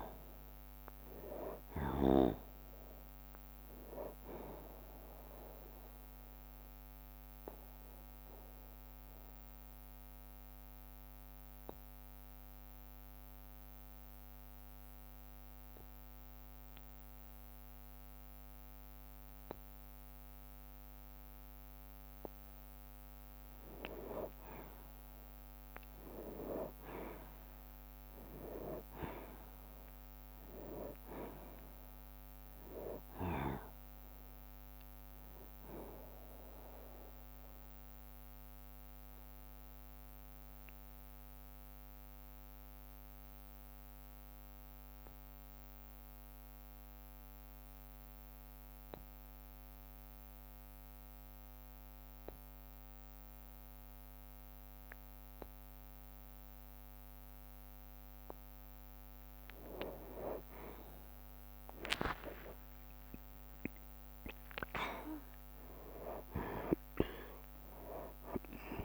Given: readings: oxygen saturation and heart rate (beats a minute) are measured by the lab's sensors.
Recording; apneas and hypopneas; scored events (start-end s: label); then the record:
breathing in sleep by a microphone on the trachea; 2
0.00-8.50 s: drop in pulse transit time (device-marked, heart rate 65 extreme)
0.00-20.50 s: oxygen desaturation (device-marked, oxygen 87% lowest, heart rate 58 extreme)
5.50-22.50 s: obstructive apnea (oxygen 98% before, 87% lowest, heart rate 65 before, 58 extreme, up 8 after)
9.50-18.50 s: bradycardia (device-marked, heart rate 67 before, 58 extreme)
25.50-29.50 s: arousal
26.50-40.50 s: drop in pulse transit time (device-marked, heart rate 61 before, 64 extreme)
32.50-50.50 s: oxygen desaturation (device-marked, oxygen 98% before, 90% lowest, heart rate 61 before, 57 extreme)
33.50-35.50 s: long interval between heartbeats (device-marked, heart rate 62 before, 70 extreme)
36.50-58.00 s: obstructive apnea (oxygen 98% before, 87% lowest, heart rate 64 before, 57 extreme, up 10 after)
42.50-55.50 s: bradycardia (device-marked, heart rate 67 before, 57 extreme)
60.50-64.50 s: arousal
60.50-68.85 s: oxygen desaturation (device-marked, oxygen 97% before, 87% lowest, heart rate 59 before, 52 extreme)
61.50-68.85 s: drop in pulse transit time (device-marked, heart rate 59 before, 62 extreme)
From the record:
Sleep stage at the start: N2 (light sleep); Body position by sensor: on the back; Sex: male